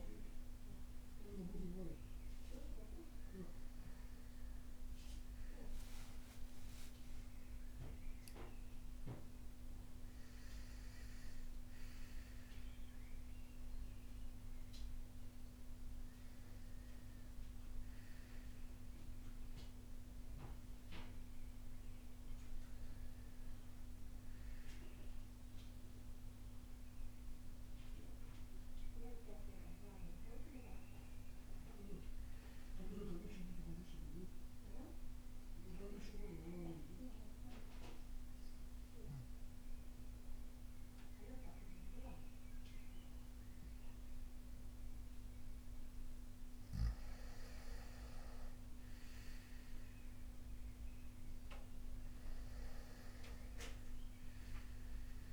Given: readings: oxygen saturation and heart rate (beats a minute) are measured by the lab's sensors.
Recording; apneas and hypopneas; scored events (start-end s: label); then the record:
breathing in sleep by a room microphone; 1
0.00-7.50 s: oxygen desaturation (device-marked, oxygen 93% lowest, heart rate 53 extreme)
5.00-11.00 s: arousal
33.50-46.00 s: obstructive apnea (oxygen 98% before, 92% lowest, heart rate 58 before, 52 extreme, up 6 after)
47.50-55.33 s: oxygen desaturation (device-marked, oxygen 97% before, 92% lowest, heart rate 54 before, 52 extreme)
52.00-55.33 s: arousal
From the record:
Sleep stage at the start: REM sleep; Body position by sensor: on the back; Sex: male